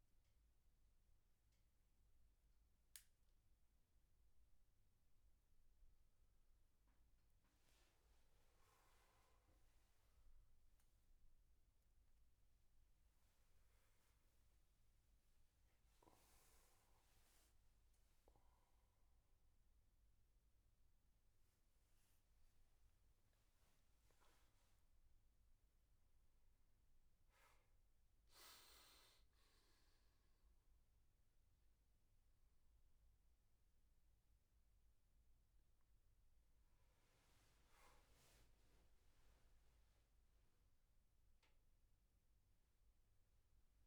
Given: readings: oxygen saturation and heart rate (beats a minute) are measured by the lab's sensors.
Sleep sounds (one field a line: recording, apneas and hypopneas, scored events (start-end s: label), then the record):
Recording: a person partly awake in a sleep study, hard to hear, by a room microphone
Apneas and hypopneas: none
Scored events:
21.00-43.86 s: new sleep stage, N1 (lightest sleep)
From the record:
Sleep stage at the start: awake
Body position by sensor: on the back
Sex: male